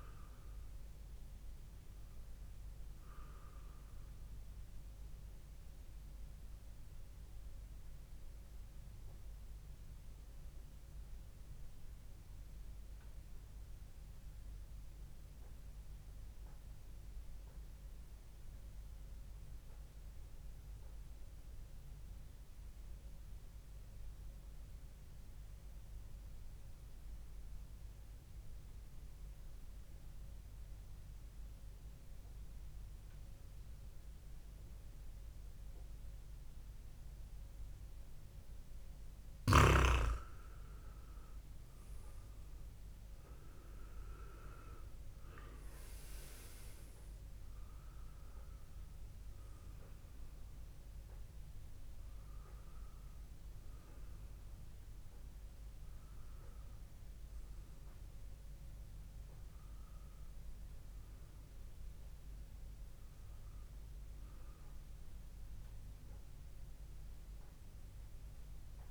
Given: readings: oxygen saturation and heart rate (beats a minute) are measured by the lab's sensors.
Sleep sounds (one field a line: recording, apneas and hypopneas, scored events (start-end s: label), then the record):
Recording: breathing in sleep, hard to hear, by a room microphone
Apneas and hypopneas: 1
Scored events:
5.00-38.00 s: mixed apnea (oxygen 97% before, 93% lowest, heart rate 61 before, 59 extreme, up 1 after)
37.00-62.00 s: oxygen desaturation (device-marked, oxygen 99% before, 93% lowest, heart rate 68 before, 59 extreme)
40.00-44.00 s: arousal
From the record:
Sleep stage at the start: N2 (light sleep)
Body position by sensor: on the back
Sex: male